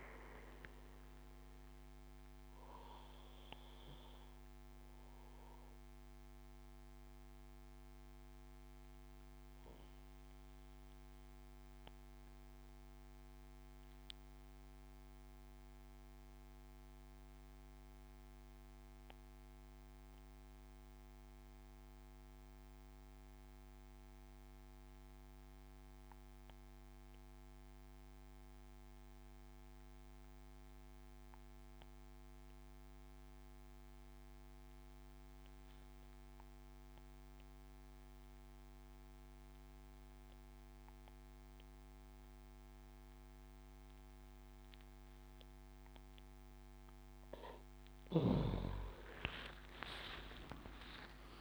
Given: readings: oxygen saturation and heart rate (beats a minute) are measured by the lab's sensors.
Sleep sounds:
breathing in sleep by a microphone on the trachea; 1
0.00-12.50 s: oxygen desaturation (device-marked, oxygen 89% lowest, heart rate 58 extreme)
1.50-4.50 s: bradycardia (device-marked, heart rate 73 before, 60 extreme)
3.00-47.00 s: obstructive apnea (oxygen 97% before, 87% lowest, heart rate 75 before, 60 extreme, up 19 after)
33.50-51.41 s: oxygen desaturation (device-marked, oxygen 99% before, 87% lowest, heart rate 69 before, 60 extreme)
48.50-51.41 s: arousal
From the record:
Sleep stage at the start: N2 (light sleep); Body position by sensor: on the back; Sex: male

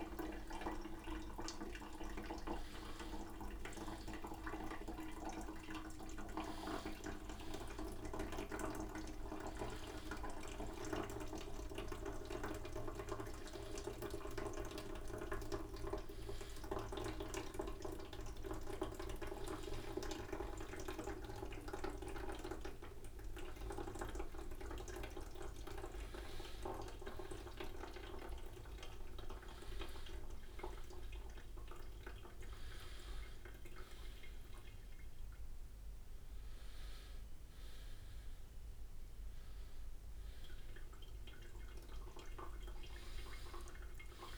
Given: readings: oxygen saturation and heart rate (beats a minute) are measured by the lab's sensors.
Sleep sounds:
a person awake in a sleep study, by a room microphone; none
none scored
From the record:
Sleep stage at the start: awake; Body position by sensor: upright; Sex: male

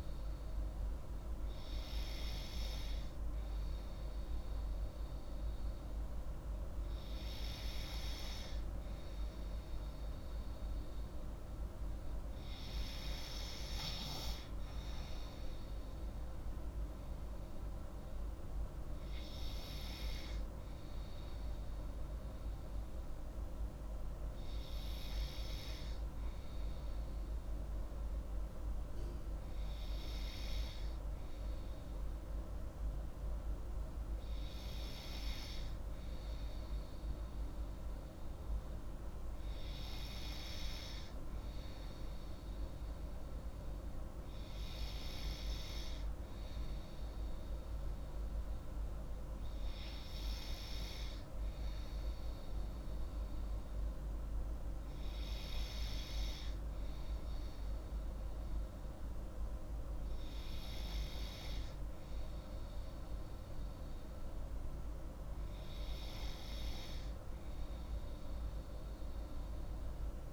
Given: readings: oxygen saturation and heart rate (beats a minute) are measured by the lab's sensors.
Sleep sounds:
breathing in sleep, hard to hear, by a room microphone; none
none scored
From the record:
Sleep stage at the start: N3 (deep sleep); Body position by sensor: on the left side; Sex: female

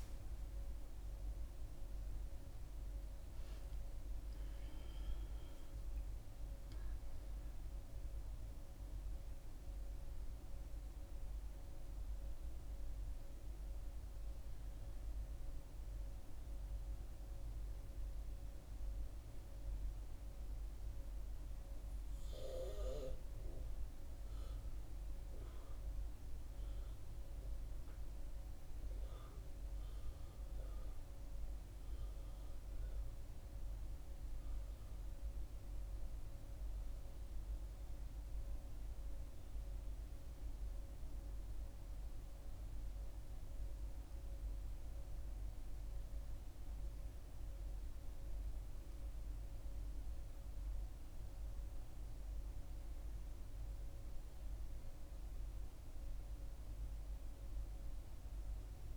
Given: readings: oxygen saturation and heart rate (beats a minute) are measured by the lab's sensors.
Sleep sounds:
breathing in sleep, hard to hear, by a room microphone; none
1.00-5.00 s: arousal
28.50-58.97 s: new sleep stage, N2 (light sleep)
From the record:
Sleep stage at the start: N1 (lightest sleep); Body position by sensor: on the back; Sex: female

